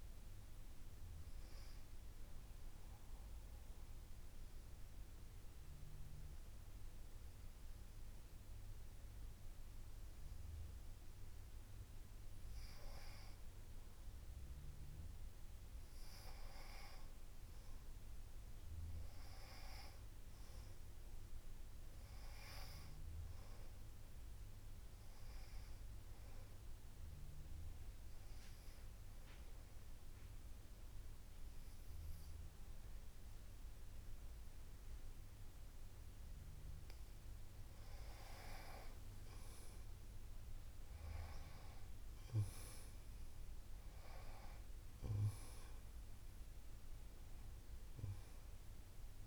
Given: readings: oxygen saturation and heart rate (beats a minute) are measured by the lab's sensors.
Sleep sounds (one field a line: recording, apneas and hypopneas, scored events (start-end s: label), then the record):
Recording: breathing in sleep by a room microphone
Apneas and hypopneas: 2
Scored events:
0.00-10.00 s: oxygen desaturation (device-marked, oxygen 92% lowest, heart rate 51 extreme)
2.50-13.00 s: obstructive apnea (oxygen 96% before, 92% lowest, heart rate 68 before, 51 extreme, up 7 after)
17.50-21.00 s: arousal
27.00-38.50 s: obstructive apnea (oxygen 97% before, 94% lowest, heart rate 56 before, 50 extreme, up 7 after)
41.00-45.50 s: arousal
From the record:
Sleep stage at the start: N2 (light sleep)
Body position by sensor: on the back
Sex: female